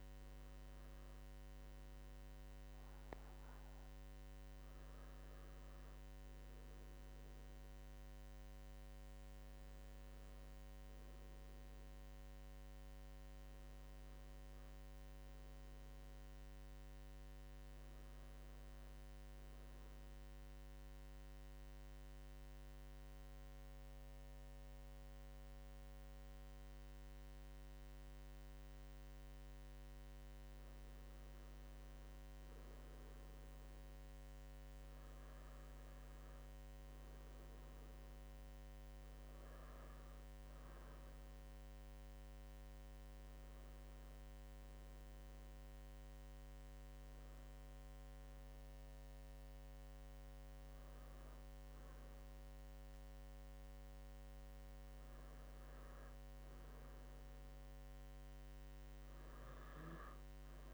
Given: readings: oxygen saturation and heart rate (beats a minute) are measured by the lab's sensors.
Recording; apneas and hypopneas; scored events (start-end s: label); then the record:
breathing in sleep, hard to hear, by a microphone on the trachea; 1
19.50-30.50 s: central apnea (oxygen 96% before, 92% lowest, heart rate 79 before, 75 extreme, up 9 after)
32.00-35.50 s: arousal
41.50-54.50 s: oxygen desaturation (device-marked, oxygen 95% before, 92% lowest, heart rate 80 before, 81 extreme)
From the record:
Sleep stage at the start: N2 (light sleep); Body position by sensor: on the right side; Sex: male